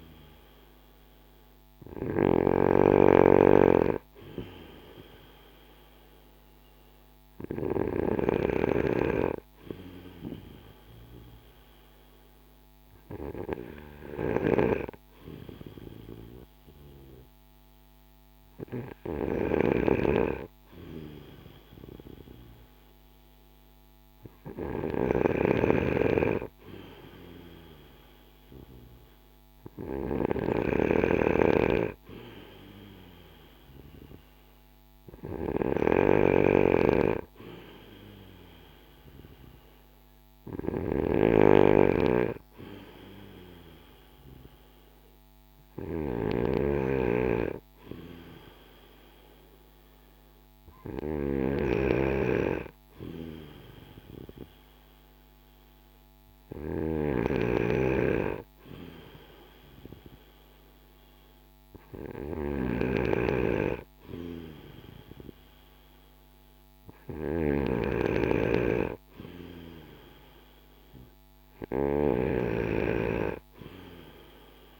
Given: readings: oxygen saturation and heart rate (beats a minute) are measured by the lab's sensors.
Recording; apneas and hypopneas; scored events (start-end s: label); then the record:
breathing in sleep by a microphone on the trachea; none
0.00-8.00 s: snoring (device-marked)
24.50-72.00 s: snoring (device-marked)
From the record:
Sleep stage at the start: N2 (light sleep); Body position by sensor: on the back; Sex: male